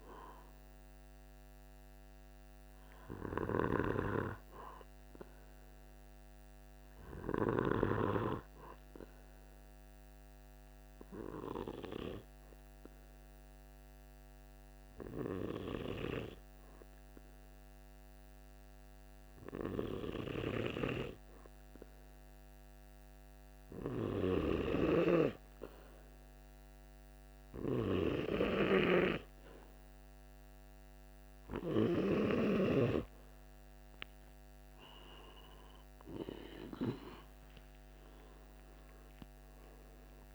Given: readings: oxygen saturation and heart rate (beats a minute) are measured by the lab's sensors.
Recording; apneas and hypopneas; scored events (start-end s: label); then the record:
breathing in sleep by a microphone on the trachea; 1
9.00-23.50 s: obstructive apnea (oxygen 98% before, 94% lowest, heart rate 47 before, 46 extreme, up 1 after)
26.00-30.50 s: arousal
From the record:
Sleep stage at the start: N2 (light sleep); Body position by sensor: on the back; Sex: male